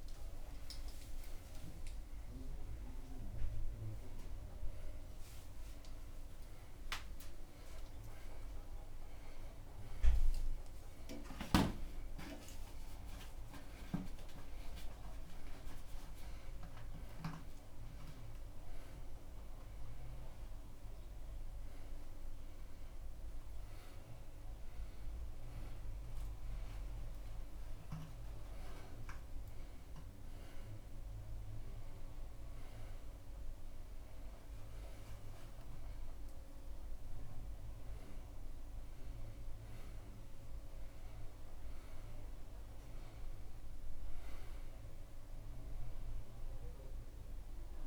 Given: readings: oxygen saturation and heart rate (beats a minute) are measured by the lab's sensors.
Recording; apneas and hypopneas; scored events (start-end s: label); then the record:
a person awake in a sleep study, by a room microphone; none
none scored
From the record:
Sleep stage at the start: awake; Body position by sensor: on the back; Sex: male